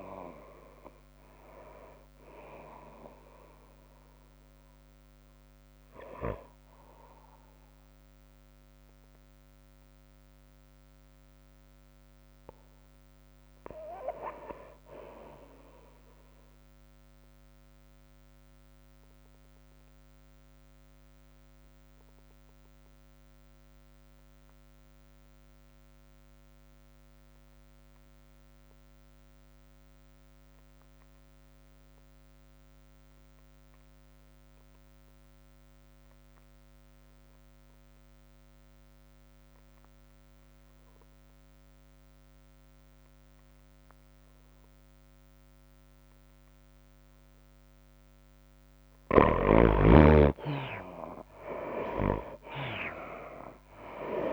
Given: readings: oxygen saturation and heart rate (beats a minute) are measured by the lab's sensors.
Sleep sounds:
breathing in sleep by a microphone on the trachea; 1
0.00-6.50 s: tachycardia (device-marked, heart rate 104 extreme)
0.00-9.50 s: drop in pulse transit time (device-marked, heart rate 86 extreme)
0.00-15.50 s: oxygen desaturation (device-marked, oxygen 73% lowest, heart rate 83 extreme)
15.50-18.00 s: arousal
19.00-49.00 s: obstructive apnea (oxygen 98% before, 69% lowest, heart rate 100 before, 81 extreme, up 20 after)
30.50-54.32 s: oxygen desaturation (device-marked, oxygen 98% before, 69% lowest, heart rate 96 before, 81 extreme)
51.50-54.32 s: arousal
From the record:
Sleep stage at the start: N2 (light sleep); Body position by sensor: on the right side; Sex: female

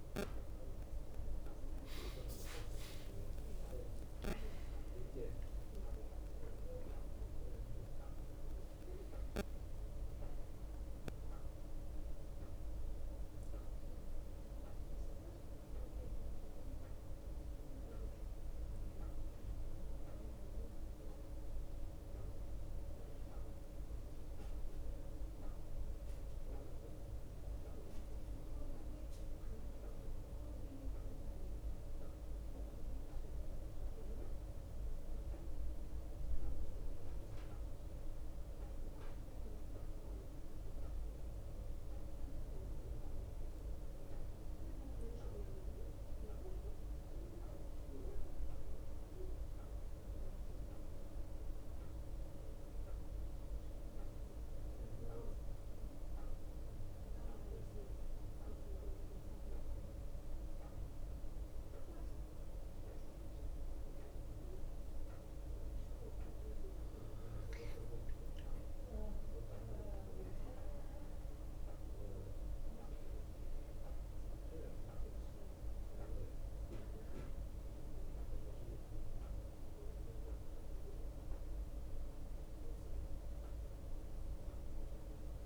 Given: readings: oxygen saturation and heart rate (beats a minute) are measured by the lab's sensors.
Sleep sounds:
breathing in sleep, hard to hear, by a room microphone; 1
2.50-28.50 s: bradycardia (device-marked)
4.00-6.00 s: long interval between heartbeats (device-marked, heart rate 44 before, 65 extreme)
9.50-11.50 s: long interval between heartbeats (device-marked, heart rate 50 before, 52 extreme)
18.50-20.50 s: long interval between heartbeats (device-marked, heart rate 58 before, 55 extreme)
22.50-24.50 s: long interval between heartbeats (device-marked, heart rate 56 before, 51 extreme)
23.50-33.50 s: drop in pulse transit time (device-marked, heart rate 56 before, 40 extreme)
26.00-28.00 s: long interval between heartbeats (device-marked, heart rate 54 before, 40 extreme)
32.50-85.46 s: new sleep stage, N2 (light sleep)
41.50-45.50 s: arousal
48.50-65.50 s: hypopnea (oxygen 92% before, 90% lowest)
50.50-61.50 s: drop in pulse transit time (device-marked)
53.50-55.50 s: long interval between heartbeats (device-marked, heart rate 64 before, 64 extreme)
53.50-67.50 s: bradycardia (device-marked)
63.00-65.00 s: long interval between heartbeats (device-marked, heart rate 56 before, 36 extreme)
68.50-72.50 s: arousal
77.50-85.46 s: bradycardia (device-marked, heart rate 30 before, 46 extreme)
78.50-80.50 s: long interval between heartbeats (device-marked, heart rate 51 before, 67 extreme)
78.50-85.46 s: drop in pulse transit time (device-marked, heart rate 51 before, 46 extreme)
81.00-83.00 s: long interval between heartbeats (device-marked, heart rate 54 before, 56 extreme)
From the record:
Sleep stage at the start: N1 (lightest sleep); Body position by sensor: on the right side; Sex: male

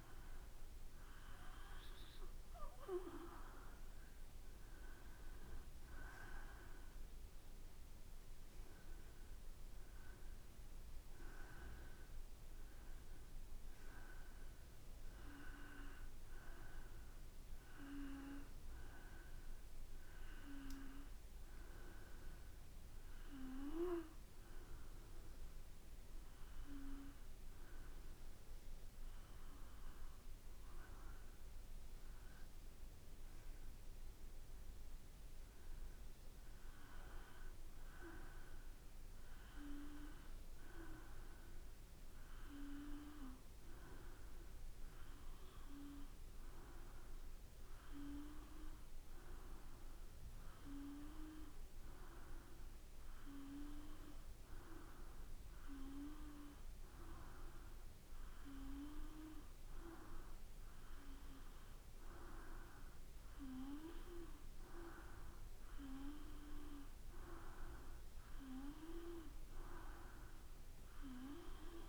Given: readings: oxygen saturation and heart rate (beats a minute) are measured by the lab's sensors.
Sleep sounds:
breathing in sleep by a room microphone; 2
18.00-30.00 s: hypopnea (oxygen 94% before, 92% lowest, heart rate 58 before, 54 extreme, up 4 after)
32.50-37.00 s: arousal
42.50-62.00 s: hypopnea (oxygen 95% before, 92% lowest, heart rate 56 before, 56 extreme, up 2 after)
62.50-66.50 s: arousal
From the record:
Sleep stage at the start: N2 (light sleep); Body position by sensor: on the back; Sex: male

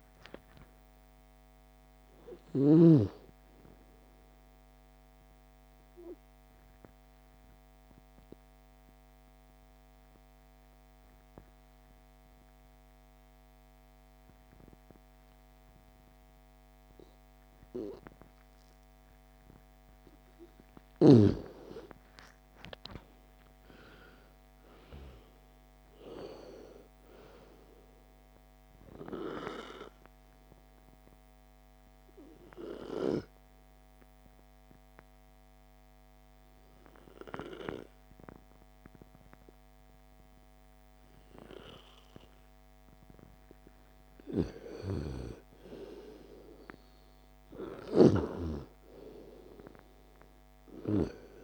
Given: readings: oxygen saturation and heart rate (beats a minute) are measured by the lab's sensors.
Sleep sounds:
breathing in sleep by a microphone on the trachea; 2
0.00-1.50 s: oxygen desaturation (device-marked, oxygen 91% lowest, heart rate 34 extreme)
5.50-20.00 s: obstructive apnea (oxygen 98% before, 86% lowest, heart rate 50 before, 36 extreme, up 33 after)
21.50-25.00 s: arousal
23.50-47.50 s: oxygen desaturation (device-marked, oxygen 98% before, 86% lowest, heart rate 47 before, 48 extreme)
29.00-43.00 s: obstructive apnea (oxygen 98% before, 86% lowest, heart rate 49 before, 48 extreme, up 24 after)
48.00-51.44 s: arousal
From the record:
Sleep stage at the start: N2 (light sleep); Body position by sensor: on the left side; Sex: female

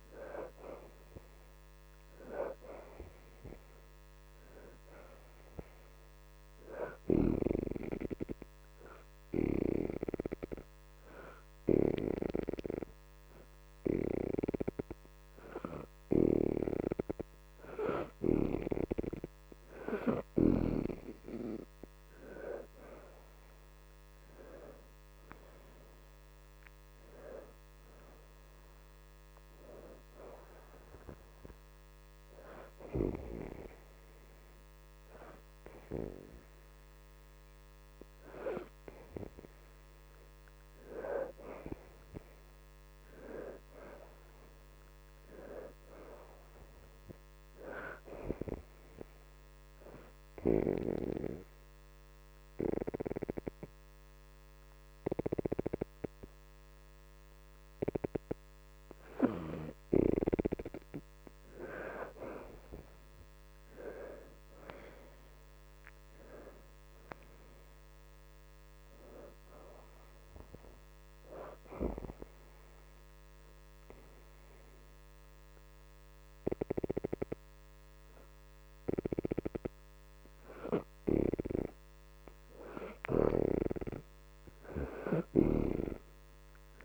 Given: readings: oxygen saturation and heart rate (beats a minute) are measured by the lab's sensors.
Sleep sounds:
breathing in sleep by a microphone on the trachea; 4
0.00-12.50 s: oxygen desaturation (device-marked, oxygen 70% lowest, heart rate 78 extreme)
7.50-20.00 s: hypopnea (oxygen 83% before, 64% lowest, heart rate 75 before, 76 extreme, up 4 after)
22.50-26.00 s: arousal
26.50-48.50 s: oxygen desaturation (device-marked, oxygen 78% before, 66% lowest, heart rate 81 before, 74 extreme)
31.00-41.00 s: hypopnea (oxygen 78% before, 63% lowest, heart rate 81 before, 74 extreme, up 4 after)
42.50-46.00 s: arousal
49.00-59.50 s: obstructive apnea (oxygen 78% before, 63% lowest, heart rate 80 before, 74 extreme, up 2 after)
50.50-66.50 s: oxygen desaturation (device-marked, oxygen 82% before, 71% lowest, heart rate 80 before, 74 extreme)
62.00-65.50 s: arousal
68.50-86.85 s: oxygen desaturation (device-marked, oxygen 80% before, 63% lowest, heart rate 78 before, 75 extreme)
72.00-82.00 s: obstructive apnea (oxygen 82% before, 63% lowest, heart rate 78 before, 75 extreme, up 5 after)
85.00-86.85 s: arousal
From the record:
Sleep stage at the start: N2 (light sleep); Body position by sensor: upright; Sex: female

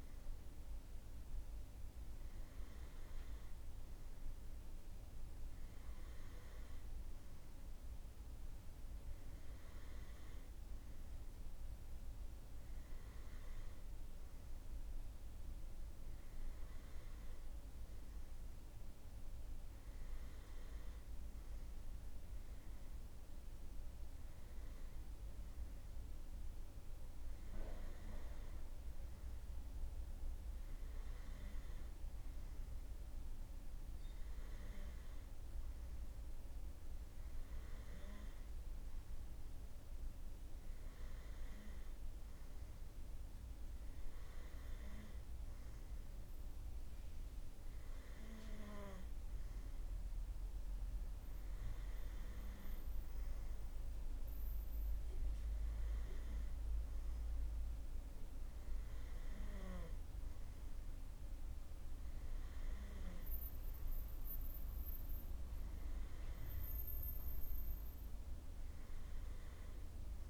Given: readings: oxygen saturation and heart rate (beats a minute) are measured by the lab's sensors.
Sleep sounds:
breathing in sleep, hard to hear, by a room microphone; none
none scored
From the record:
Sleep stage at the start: N2 (light sleep); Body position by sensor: on the right side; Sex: male

